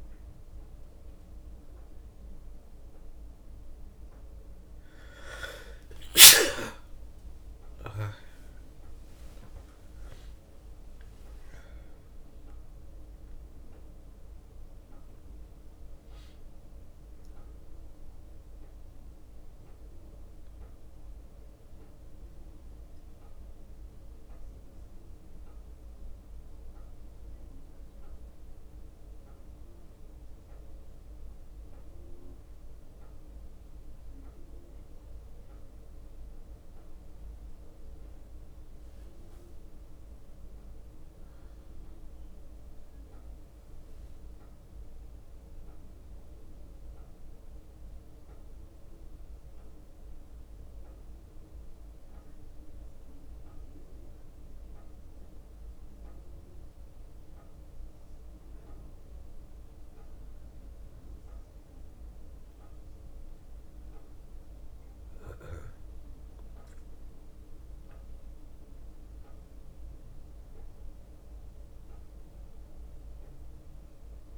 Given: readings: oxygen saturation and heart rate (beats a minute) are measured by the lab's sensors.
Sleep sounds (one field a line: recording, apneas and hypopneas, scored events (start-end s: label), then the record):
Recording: a person partly awake in a sleep study, hard to hear, by a room microphone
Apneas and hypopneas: 2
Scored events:
4.50-74.38 s: new sleep stage, N1 (lightest sleep)
5.00-12.50 s: leg movement (device-marked)
5.50-7.50 s: long interval between heartbeats (device-marked, heart rate 76 before, 77 extreme)
9.50-11.50 s: long interval between heartbeats (device-marked, heart rate 81 before, 100 extreme)
21.50-25.50 s: leg movement (device-marked)
22.50-33.50 s: obstructive apnea (oxygen 100% before, 94% lowest, heart rate 78 before, 58 extreme, up 0 after)
27.50-32.50 s: leg movement (device-marked)
31.50-38.50 s: bradycardia (device-marked, heart rate 66 before, 59 extreme)
34.50-39.00 s: arousal
39.50-54.50 s: drop in pulse transit time (device-marked, heart rate 62 before, 58 extreme)
45.00-60.00 s: obstructive apnea (oxygen 100% before, 93% lowest, heart rate 60 before, 58 extreme, up 3 after)
47.50-63.50 s: bradycardia (device-marked, heart rate 64 before, 58 extreme)
60.50-74.38 s: oxygen desaturation (device-marked, oxygen 98% before, 94% lowest, heart rate 59 before, 60 extreme)
64.00-69.00 s: arousal
From the record:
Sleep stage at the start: awake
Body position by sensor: on the back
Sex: male